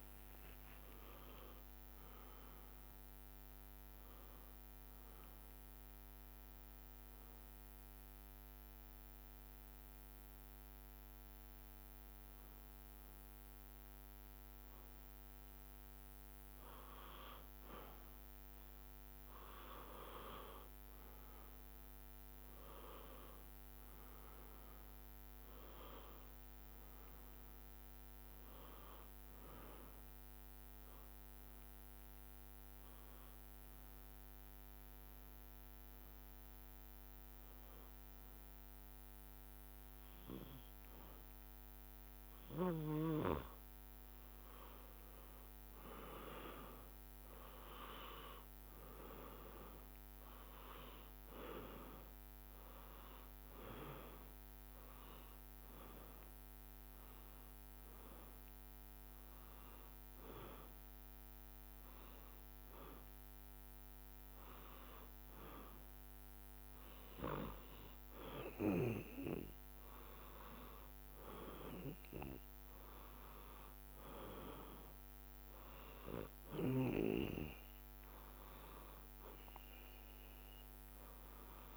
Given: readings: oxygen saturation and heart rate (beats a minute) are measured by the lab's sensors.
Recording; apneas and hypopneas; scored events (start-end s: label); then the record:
breathing in sleep by a microphone on the trachea; 3
0.00-2.00 s: long interval between heartbeats (device-marked, heart rate 65 before, 81 extreme)
0.00-3.00 s: arousal
0.00-4.00 s: drop in pulse transit time (device-marked, heart rate 62 extreme)
6.00-16.00 s: hypopnea (oxygen 96% before, 93% lowest, heart rate 70 before, 60 extreme, up 0 after)
20.00-24.00 s: arousal
22.00-32.00 s: drop in pulse transit time (device-marked, heart rate 65 before, 60 extreme)
25.00-41.00 s: oxygen desaturation (device-marked, oxygen 97% before, 93% lowest, heart rate 63 before, 59 extreme)
25.50-27.50 s: long interval between heartbeats (device-marked, heart rate 63 before, 64 extreme)
32.00-42.50 s: hypopnea (oxygen 97% before, 93% lowest, heart rate 63 before, 59 extreme, up 4 after)
37.00-39.00 s: bradycardia (device-marked, heart rate 70 before, 61 extreme)
43.00-53.00 s: drop in pulse transit time (device-marked, heart rate 63 before, 62 extreme)
45.00-48.50 s: arousal
52.00-63.00 s: oxygen desaturation (device-marked, oxygen 97% before, 93% lowest, heart rate 62 before, 60 extreme)
55.50-66.00 s: hypopnea (oxygen 97% before, 90% lowest, heart rate 62 before, 60 extreme, up 5 after)
64.00-66.00 s: long interval between heartbeats (device-marked, heart rate 62 before, 61 extreme)
69.00-72.50 s: arousal
From the record:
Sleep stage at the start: N2 (light sleep); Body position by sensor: on the back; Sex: male